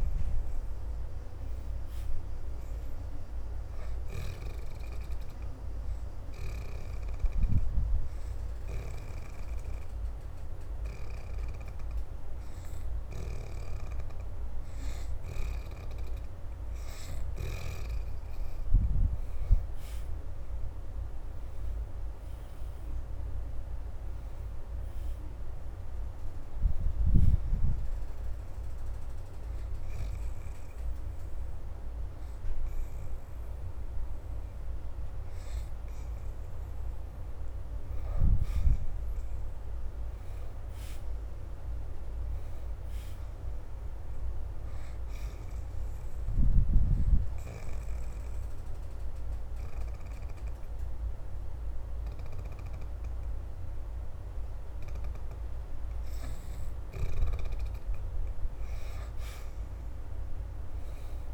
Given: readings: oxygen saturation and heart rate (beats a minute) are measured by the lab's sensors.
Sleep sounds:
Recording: breathing in sleep, hard to hear, by a room microphone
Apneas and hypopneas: 3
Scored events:
0.00-9.50 s: oxygen desaturation (device-marked, oxygen 70% lowest, heart rate 78 extreme)
4.50-17.00 s: hypopnea (oxygen 83% before, 64% lowest, heart rate 75 before, 76 extreme, up 4 after)
19.50-23.00 s: arousal
23.50-45.50 s: oxygen desaturation (device-marked, oxygen 78% before, 66% lowest, heart rate 81 before, 74 extreme)
28.00-38.00 s: hypopnea (oxygen 78% before, 63% lowest, heart rate 81 before, 74 extreme, up 4 after)
39.50-43.00 s: arousal
46.00-56.50 s: obstructive apnea (oxygen 78% before, 63% lowest, heart rate 80 before, 74 extreme, up 2 after)
47.50-61.34 s: oxygen desaturation (device-marked, oxygen 82% before, 71% lowest, heart rate 80 before, 74 extreme)
59.00-61.34 s: arousal
From the record:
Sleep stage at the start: N2 (light sleep)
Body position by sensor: upright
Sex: female

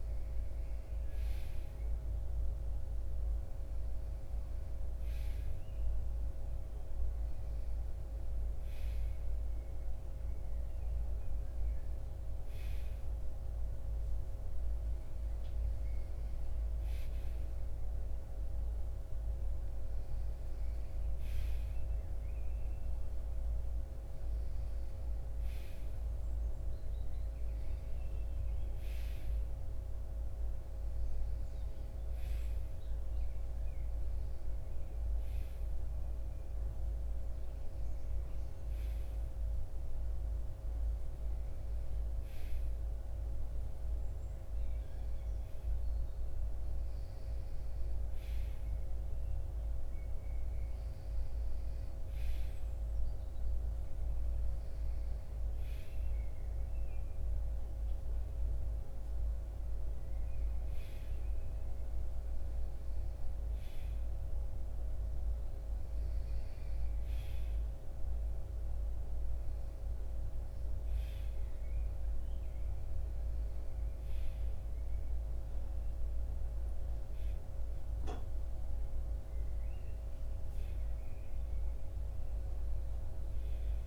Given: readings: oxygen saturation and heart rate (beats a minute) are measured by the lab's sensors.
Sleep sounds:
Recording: breathing in sleep, hard to hear, by a room microphone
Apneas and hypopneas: none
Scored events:
none scored
From the record:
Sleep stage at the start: REM sleep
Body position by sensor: on the right side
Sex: male

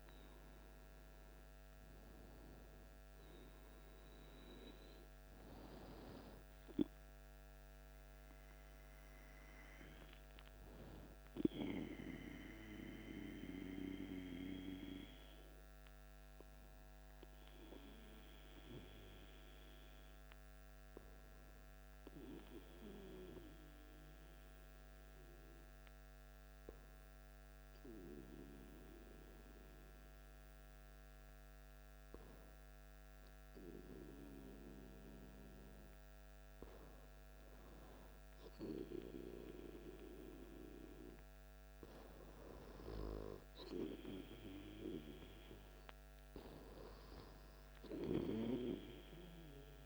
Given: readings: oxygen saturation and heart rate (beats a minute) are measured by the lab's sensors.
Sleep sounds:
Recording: breathing in sleep by a microphone on the trachea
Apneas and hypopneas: 1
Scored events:
0.00-2.00 s: arousal
0.00-12.00 s: oxygen desaturation (device-marked, oxygen 95% lowest, heart rate 52 extreme)
11.50-35.00 s: hypopnea (oxygen 99% before, 95% lowest, heart rate 57 before, 52 extreme, up 0 after)
37.00-40.00 s: arousal
From the record:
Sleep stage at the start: N2 (light sleep)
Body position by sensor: on the back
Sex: male

